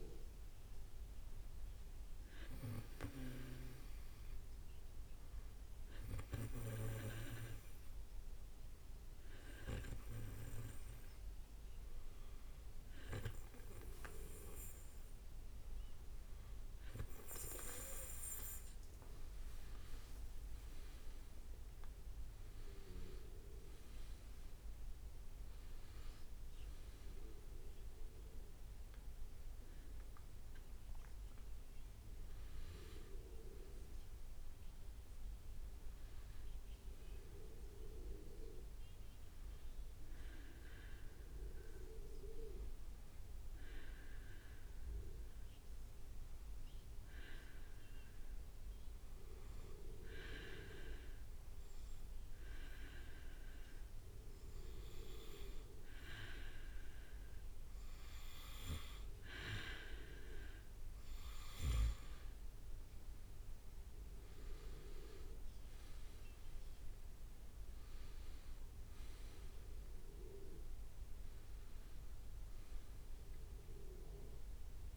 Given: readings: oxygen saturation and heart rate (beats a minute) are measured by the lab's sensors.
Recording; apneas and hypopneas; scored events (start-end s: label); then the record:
breathing in sleep by a room microphone; 2
4.00-17.00 s: hypopnea (oxygen 98% before, 93% lowest, heart rate 68 before, 65 extreme, up 10 after)
19.00-21.50 s: leg movement (device-marked)
28.50-32.50 s: arousal
47.50-59.00 s: obstructive apnea (oxygen 99% before, 93% lowest, heart rate 70 before, 65 extreme, up 5 after)
57.00-74.97 s: oxygen desaturation (device-marked, oxygen 98% before, 93% lowest, heart rate 68 before, 64 extreme)
63.50-68.50 s: arousal
66.00-72.50 s: leg movement (device-marked)
From the record:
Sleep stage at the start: N2 (light sleep); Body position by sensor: on the back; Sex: male